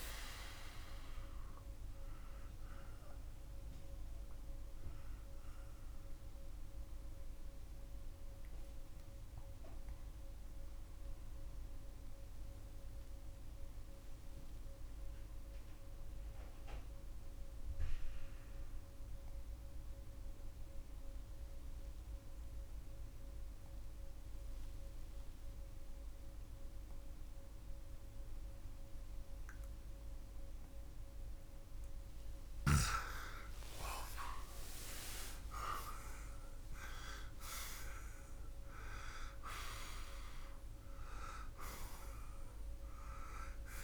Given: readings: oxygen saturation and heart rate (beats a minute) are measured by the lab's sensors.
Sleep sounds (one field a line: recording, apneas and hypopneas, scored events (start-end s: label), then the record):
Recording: breathing in sleep by a room microphone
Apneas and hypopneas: 1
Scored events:
0.00-5.50 s: oxygen desaturation (device-marked, oxygen 91% lowest, heart rate 66 extreme)
6.00-32.00 s: obstructive apnea (oxygen 95% before, 83% lowest, heart rate 112 before, 66 extreme, up 54 after)
14.50-33.50 s: oxygen desaturation (device-marked, oxygen 92% before, 83% lowest, heart rate 92 before, 65 extreme)
34.00-38.50 s: arousal
From the record:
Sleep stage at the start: N2 (light sleep)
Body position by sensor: on the back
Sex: male